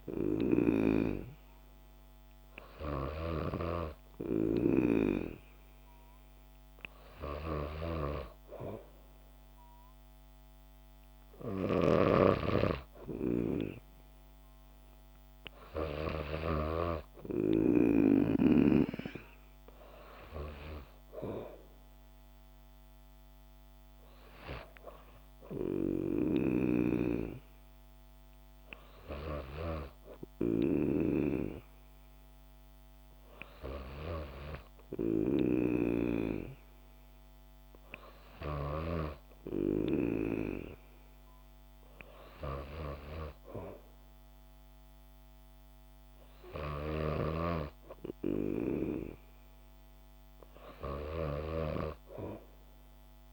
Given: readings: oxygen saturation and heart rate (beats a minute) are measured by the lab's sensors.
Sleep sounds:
breathing in sleep by a microphone on the trachea; none
0.00-4.00 s: snoring (device-marked)
11.50-17.00 s: snoring (device-marked)
26.50-36.00 s: snoring (device-marked)
47.00-53.33 s: snoring (device-marked)
From the record:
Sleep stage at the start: N2 (light sleep); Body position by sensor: on the back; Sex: female

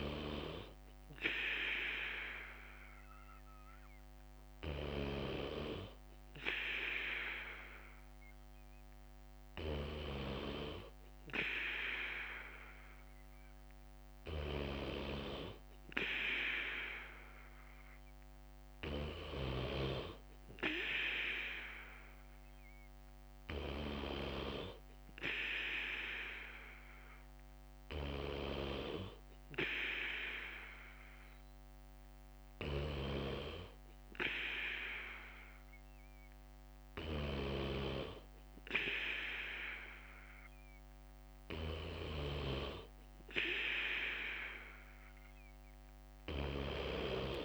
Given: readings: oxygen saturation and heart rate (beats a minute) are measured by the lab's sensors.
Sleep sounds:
breathing in sleep by a microphone on the trachea; none
0.00-2.00 s: bradycardia (device-marked, heart rate 56 extreme)
4.00-7.00 s: bradycardia (device-marked, heart rate 59 before, 59 extreme)
8.00-11.00 s: bradycardia (device-marked, heart rate 59 before, 59 extreme)
14.00-31.00 s: bradycardia (device-marked, heart rate 59 before, 57 extreme)
32.00-35.00 s: bradycardia (device-marked, heart rate 59 before, 58 extreme)
37.00-47.45 s: new sleep stage, N3 (deep sleep)
From the record:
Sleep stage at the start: N2 (light sleep); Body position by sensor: on the back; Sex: male

